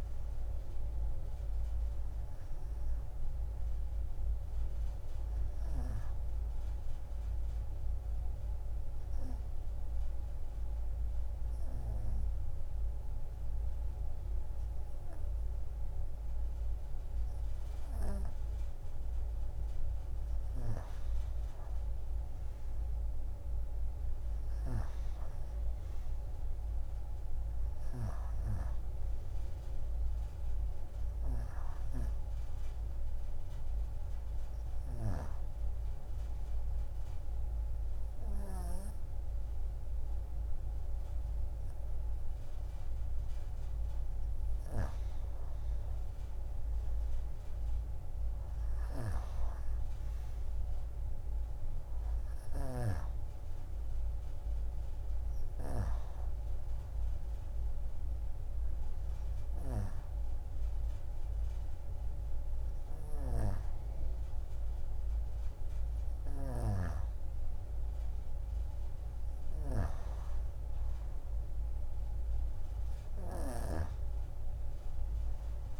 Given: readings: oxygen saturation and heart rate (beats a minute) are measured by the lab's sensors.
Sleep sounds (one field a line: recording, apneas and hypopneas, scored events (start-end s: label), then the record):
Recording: breathing in sleep by a room microphone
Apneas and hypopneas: 3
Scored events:
0.00-2.50 s: tachycardia (device-marked)
8.00-20.00 s: hypopnea (oxygen 94% before, 88% lowest)
23.00-26.50 s: arousal
26.50-38.50 s: oxygen desaturation (device-marked, oxygen 93% before, 88% lowest)
35.50-45.50 s: obstructive apnea (oxygen 93% before, 88% lowest)
47.50-51.00 s: arousal
51.50-66.50 s: oxygen desaturation (device-marked, oxygen 93% before, 88% lowest)
56.50-67.00 s: hypopnea (oxygen 93% before, 88% lowest)
69.00-72.50 s: arousal
From the record:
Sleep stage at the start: N2 (light sleep)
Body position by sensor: on the right side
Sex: female